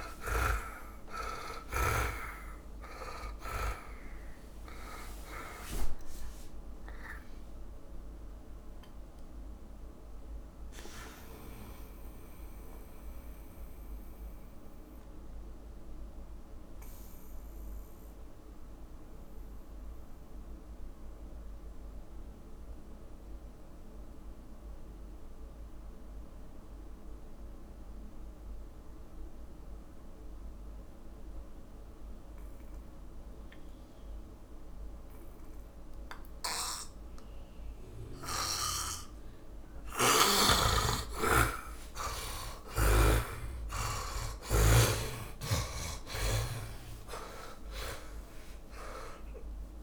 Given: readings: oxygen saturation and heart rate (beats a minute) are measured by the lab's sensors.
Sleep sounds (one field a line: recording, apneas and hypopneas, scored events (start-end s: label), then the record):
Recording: breathing in sleep by a room microphone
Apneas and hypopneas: 1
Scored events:
0.00-1.50 s: arousal
0.00-2.00 s: snoring (device-marked)
0.00-26.00 s: oxygen desaturation (device-marked, oxygen 77% lowest, heart rate 46 extreme)
9.50-40.00 s: mixed apnea (oxygen 100% before, 76% lowest, heart rate 67 before, 50 extreme, up 54 after)
35.00-40.00 s: oxygen desaturation (device-marked, oxygen 100% before, 94% lowest, heart rate 63 before, 62 extreme)
41.50-46.50 s: arousal
42.00-48.00 s: oxygen desaturation (device-marked, oxygen 100% before, 88% lowest, heart rate 58 before, 74 extreme)
43.00-45.00 s: tachycardia (device-marked, heart rate 67 before, 86 extreme)
47.00-49.83 s: tachycardia (device-marked, heart rate 67 before, 146 extreme)
From the record:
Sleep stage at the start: N2 (light sleep)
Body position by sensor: on the back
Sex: male